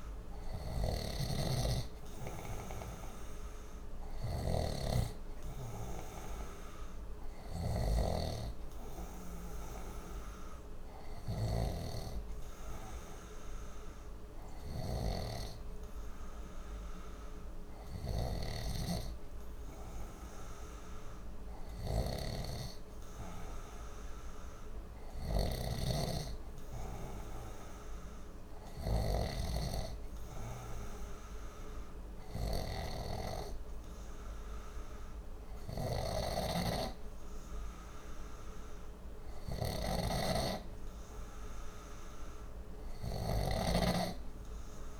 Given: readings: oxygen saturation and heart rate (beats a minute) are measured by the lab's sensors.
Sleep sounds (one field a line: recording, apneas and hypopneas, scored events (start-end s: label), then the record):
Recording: breathing in sleep by a room microphone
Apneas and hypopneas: none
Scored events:
0.00-11.50 s: snoring (device-marked)
39.50-45.00 s: snoring (device-marked)
From the record:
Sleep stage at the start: N2 (light sleep)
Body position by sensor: on the left side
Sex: male